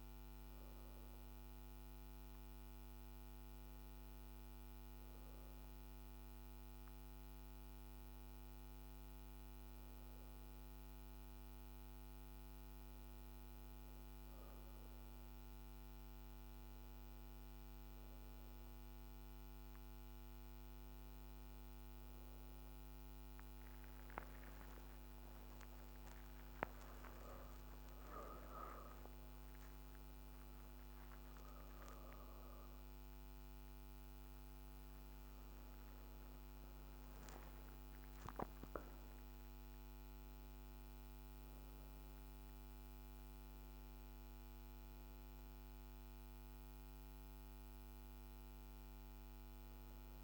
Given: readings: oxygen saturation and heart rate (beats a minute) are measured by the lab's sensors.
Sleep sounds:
breathing in sleep, hard to hear, by a microphone on the trachea; none
23.50-28.50 s: arousal
From the record:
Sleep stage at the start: N1 (lightest sleep); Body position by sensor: on the back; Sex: female

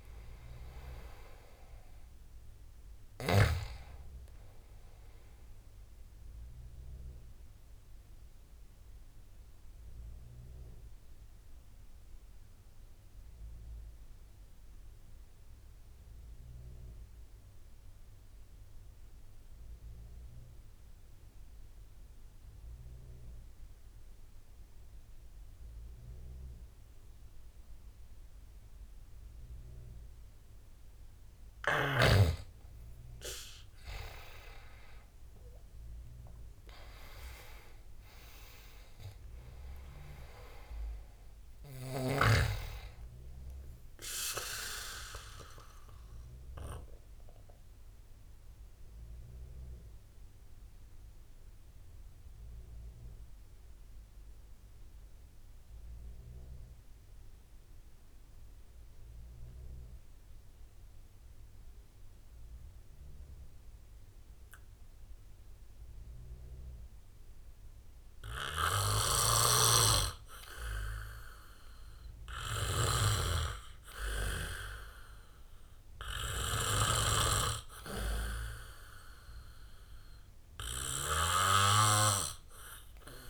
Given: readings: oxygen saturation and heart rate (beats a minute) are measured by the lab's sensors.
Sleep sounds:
breathing in sleep by a room microphone; 2
7.00-31.00 s: obstructive apnea (oxygen 98% before, 87% lowest, heart rate 77 before, 66 extreme, up 15 after)
13.50-28.50 s: oxygen desaturation (device-marked, oxygen 94% before, 87% lowest, heart rate 77 before, 68 extreme)
34.00-37.50 s: arousal
38.50-66.50 s: oxygen desaturation (device-marked, oxygen 98% before, 87% lowest, heart rate 72 before, 66 extreme)
48.00-69.00 s: obstructive apnea (oxygen 98% before, 87% lowest, heart rate 75 before, 65 extreme, up 5 after)
70.50-74.00 s: arousal
From the record:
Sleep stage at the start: N2 (light sleep); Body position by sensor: on the back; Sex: male

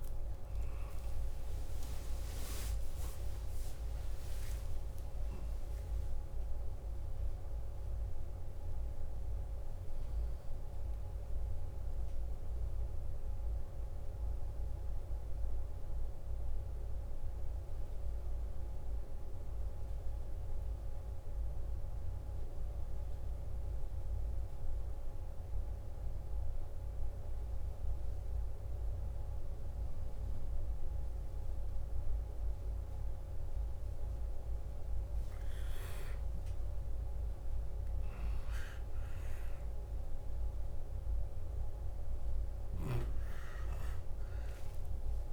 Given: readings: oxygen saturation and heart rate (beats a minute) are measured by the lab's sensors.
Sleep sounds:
a person partly awake in a sleep study, hard to hear, by a room microphone; 1
0.00-1.00 s: oxygen desaturation (device-marked, oxygen 90% lowest, heart rate 51 extreme)
10.00-45.33 s: new sleep stage, N2 (light sleep)
11.00-21.00 s: oxygen desaturation (device-marked, oxygen 92% before, 88% lowest, heart rate 67 before, 51 extreme)
13.00-34.50 s: obstructive apnea (oxygen 93% before, 90% lowest, heart rate 67 before, 51 extreme, up 13 after)
35.00-45.33 s: oxygen desaturation (device-marked, oxygen 98% before, 91% lowest, heart rate 53 before, 53 extreme)
36.00-40.50 s: arousal
From the record:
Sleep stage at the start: awake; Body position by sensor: on the back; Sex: male

